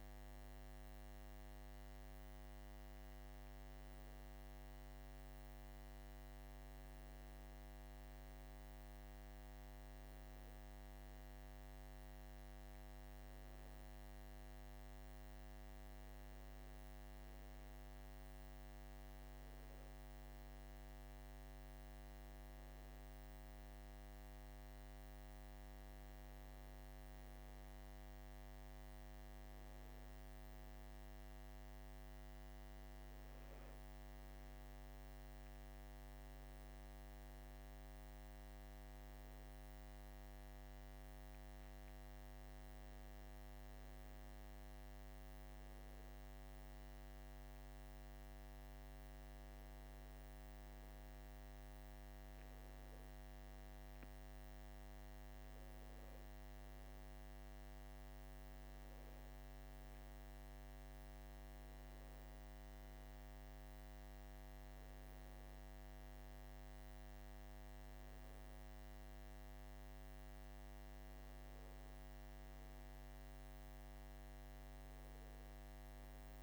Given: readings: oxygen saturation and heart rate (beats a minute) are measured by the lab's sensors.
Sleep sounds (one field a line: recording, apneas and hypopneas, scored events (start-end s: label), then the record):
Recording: breathing in sleep, hard to hear, by a microphone on the trachea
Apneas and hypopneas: none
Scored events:
none scored
From the record:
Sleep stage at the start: N2 (light sleep)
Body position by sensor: on the right side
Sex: male